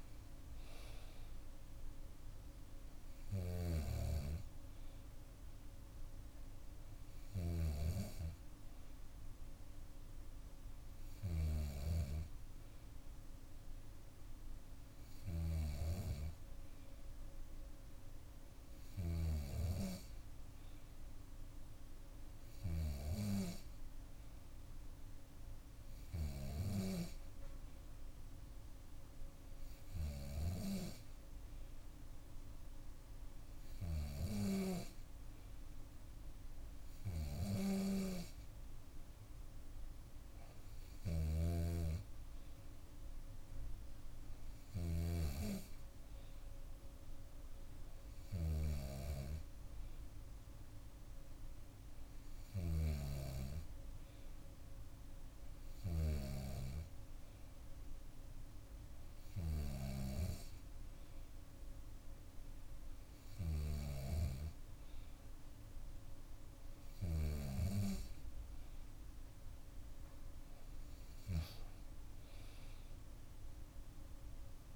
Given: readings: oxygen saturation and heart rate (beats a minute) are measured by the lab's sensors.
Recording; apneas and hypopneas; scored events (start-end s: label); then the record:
breathing in sleep by a room microphone; none
0.00-1.50 s: arousal
3.00-8.00 s: bradycardia (device-marked, heart rate 63 before, 59 extreme)
41.00-45.00 s: snoring (device-marked)
67.00-71.00 s: arousal
From the record:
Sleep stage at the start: N2 (light sleep); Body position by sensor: on the back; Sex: female